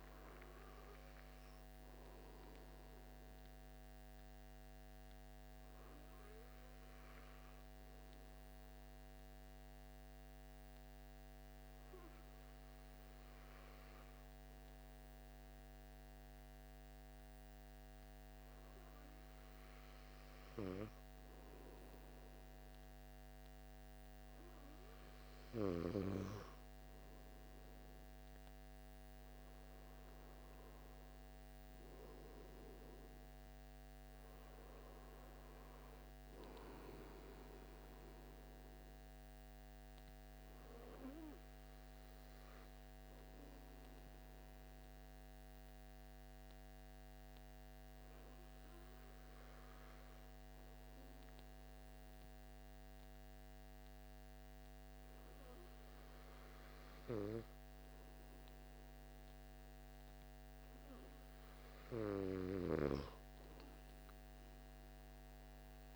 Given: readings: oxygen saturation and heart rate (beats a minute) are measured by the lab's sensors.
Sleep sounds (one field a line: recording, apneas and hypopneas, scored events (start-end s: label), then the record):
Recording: breathing in sleep by a microphone on the trachea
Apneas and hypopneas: 2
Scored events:
0.00-8.50 s: oxygen desaturation (device-marked, oxygen 93% lowest, heart rate 27 extreme)
2.50-20.00 s: obstructive apnea (oxygen 96% before, 94% lowest, heart rate 59 before, 30 extreme, up 10 after)
23.50-27.50 s: arousal
45.00-61.00 s: obstructive apnea (oxygen 96% before, 93% lowest, heart rate 43 before, 38 extreme, up 17 after)
From the record:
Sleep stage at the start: N2 (light sleep)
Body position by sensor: on the back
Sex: male